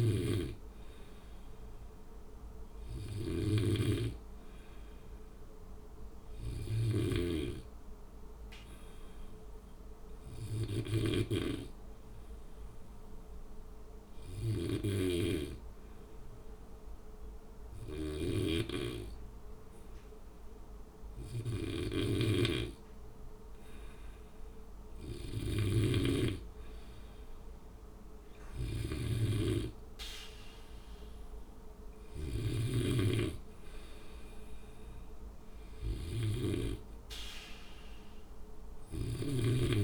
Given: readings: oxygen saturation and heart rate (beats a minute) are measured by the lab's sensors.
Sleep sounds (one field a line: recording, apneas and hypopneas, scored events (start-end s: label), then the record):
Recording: breathing in sleep by a room microphone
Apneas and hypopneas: 1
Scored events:
0.00-7.00 s: snoring (device-marked)
8.00-22.50 s: hypopnea (oxygen 96% before, 93% lowest, heart rate 59 before, 58 extreme, up 1 after)
21.50-32.50 s: snoring (device-marked)
25.50-30.00 s: arousal
35.00-39.84 s: oxygen desaturation (device-marked, oxygen 97% before, 93% lowest, heart rate 60 before, 58 extreme)
From the record:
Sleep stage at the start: N2 (light sleep)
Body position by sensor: on the back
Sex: male